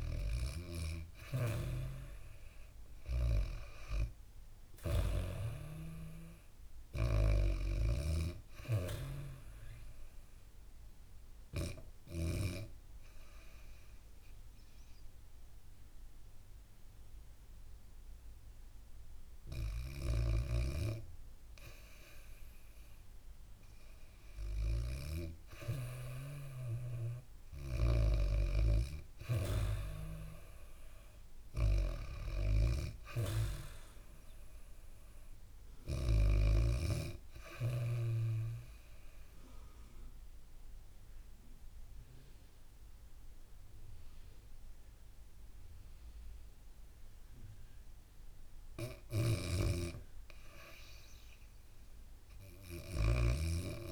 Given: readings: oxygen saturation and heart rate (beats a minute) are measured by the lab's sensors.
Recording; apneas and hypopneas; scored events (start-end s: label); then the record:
breathing in sleep by a room microphone; 2
0.00-2.50 s: arousal
0.50-8.50 s: snoring (device-marked)
0.50-18.50 s: oxygen desaturation (device-marked, oxygen 98% before, 91% lowest, heart rate 64 before, 68 extreme)
11.00-23.50 s: obstructive apnea (oxygen 98% before, 91% lowest, heart rate 62 before, 72 extreme, up 3 after)
19.50-27.50 s: snoring (device-marked)
26.50-31.00 s: arousal
31.50-44.50 s: oxygen desaturation (device-marked, oxygen 97% before, 93% lowest, heart rate 73 before, 67 extreme)
36.50-49.00 s: obstructive apnea (oxygen 97% before, 93% lowest, heart rate 74 before, 67 extreme)
48.50-53.92 s: snoring (device-marked)
From the record:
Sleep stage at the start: REM sleep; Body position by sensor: on the back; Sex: female